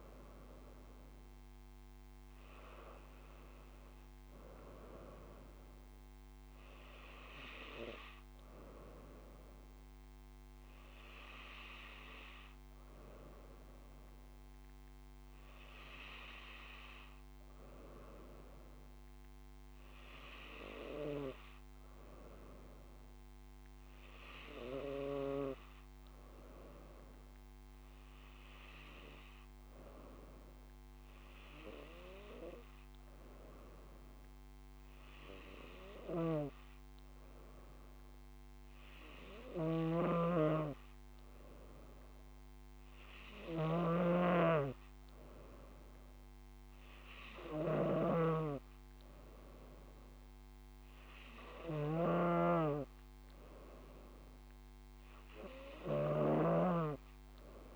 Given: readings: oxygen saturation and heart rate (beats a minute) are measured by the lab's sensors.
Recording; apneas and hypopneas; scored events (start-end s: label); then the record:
breathing in sleep by a microphone on the trachea; none
0.00-1.00 s: arousal
40.00-57.00 s: snoring (device-marked)
From the record:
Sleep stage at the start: N2 (light sleep); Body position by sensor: on the right side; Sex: female